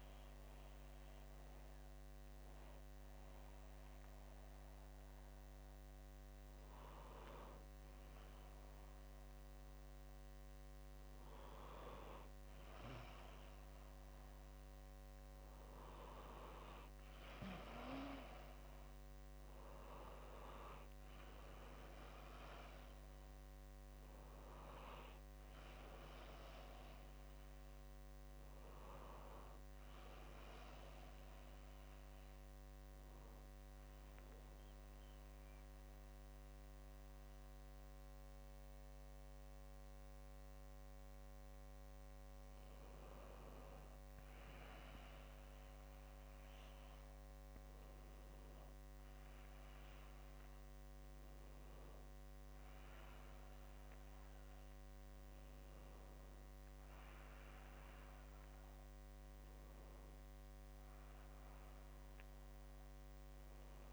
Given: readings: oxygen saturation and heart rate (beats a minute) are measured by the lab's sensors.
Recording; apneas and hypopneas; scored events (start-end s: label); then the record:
breathing in sleep by a microphone on the trachea; 1
31.50-42.50 s: obstructive apnea (oxygen 97% before, 95% lowest, heart rate 66 before, 64 extreme, up 0 after)
46.00-50.00 s: arousal
From the record:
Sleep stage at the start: N2 (light sleep); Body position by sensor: on the back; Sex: male